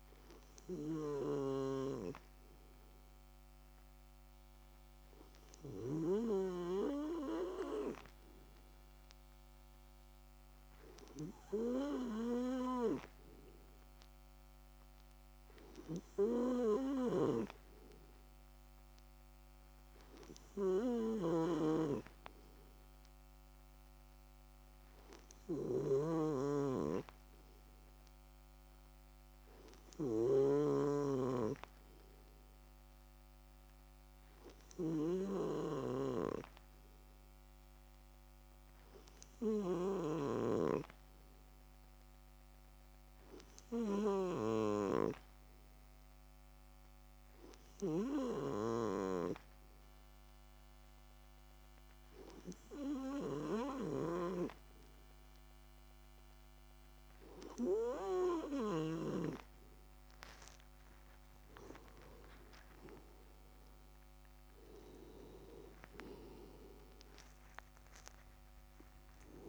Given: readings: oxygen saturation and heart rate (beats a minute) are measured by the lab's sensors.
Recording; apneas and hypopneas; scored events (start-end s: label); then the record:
breathing in sleep by a microphone on the trachea; none
25.50-35.00 s: snoring (device-marked)
66.50-69.49 s: arousal
From the record:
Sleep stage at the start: N2 (light sleep); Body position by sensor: on the left side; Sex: male